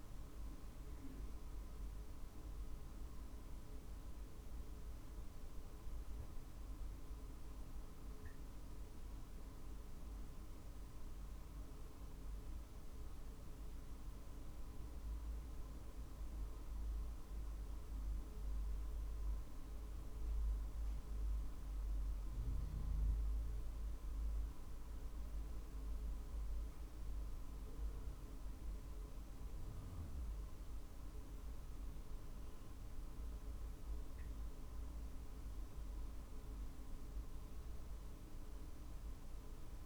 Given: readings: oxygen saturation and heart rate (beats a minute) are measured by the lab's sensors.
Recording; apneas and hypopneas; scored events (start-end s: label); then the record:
a person awake in a sleep study, hard to hear, by a room microphone; none
none scored
From the record:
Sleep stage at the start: awake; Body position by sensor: on the back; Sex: male